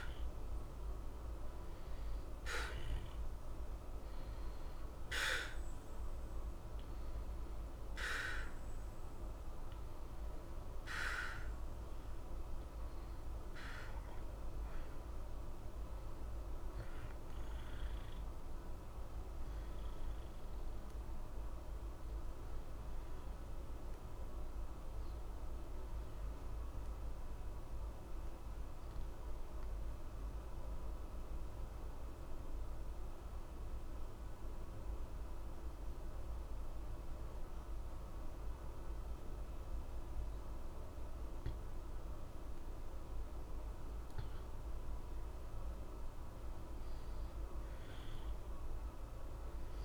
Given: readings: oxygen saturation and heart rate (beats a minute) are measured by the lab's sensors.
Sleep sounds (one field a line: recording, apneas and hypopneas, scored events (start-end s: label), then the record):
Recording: breathing in sleep, hard to hear, by a room microphone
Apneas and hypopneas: 1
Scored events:
2.00-16.00 s: oxygen desaturation (device-marked, oxygen 94% before, 90% lowest, heart rate 60 before, 60 extreme)
15.50-19.00 s: arousal
18.00-36.00 s: oxygen desaturation (device-marked, oxygen 91% before, 87% lowest, heart rate 60 before, 60 extreme)
25.00-43.50 s: obstructive apnea (oxygen 93% before, 87% lowest, heart rate 60 before, 60 extreme, up 2 after)
46.00-49.84 s: arousal
From the record:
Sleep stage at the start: N2 (light sleep)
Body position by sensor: on the back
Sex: male